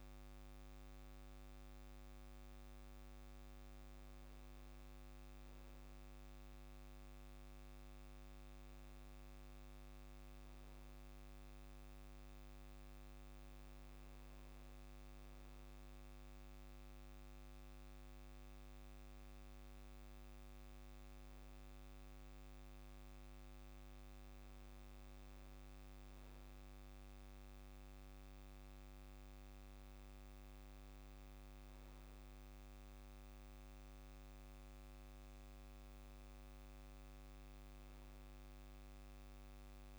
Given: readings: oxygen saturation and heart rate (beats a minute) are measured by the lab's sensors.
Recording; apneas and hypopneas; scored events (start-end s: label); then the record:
breathing in sleep, hard to hear, by a microphone on the trachea; none
none scored
From the record:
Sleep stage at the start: N2 (light sleep); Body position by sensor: on the back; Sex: male